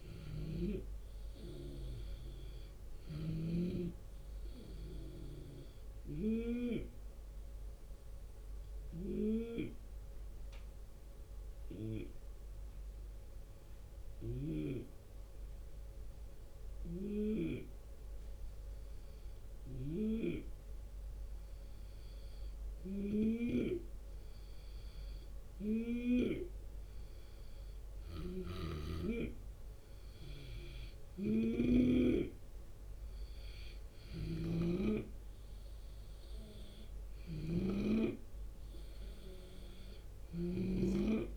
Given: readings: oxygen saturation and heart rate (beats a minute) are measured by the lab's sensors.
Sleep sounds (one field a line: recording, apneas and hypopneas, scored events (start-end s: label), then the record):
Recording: breathing in sleep by a room microphone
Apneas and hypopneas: 1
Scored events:
0.00-5.00 s: oxygen desaturation (device-marked, oxygen 87% lowest, heart rate 71 extreme)
0.00-6.00 s: snoring (device-marked)
0.00-8.00 s: drop in pulse transit time (device-marked, heart rate 77 extreme)
6.00-23.50 s: hypopnea (oxygen 93% before, 89% lowest, heart rate 79 before, 71 extreme, up 6 after)
13.50-17.00 s: snoring (device-marked)
19.00-41.37 s: snoring (device-marked)
26.50-30.00 s: arousal
34.00-41.37 s: drop in pulse transit time (device-marked, heart rate 75 before, 79 extreme)
From the record:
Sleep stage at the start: N2 (light sleep)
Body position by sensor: on the left side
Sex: male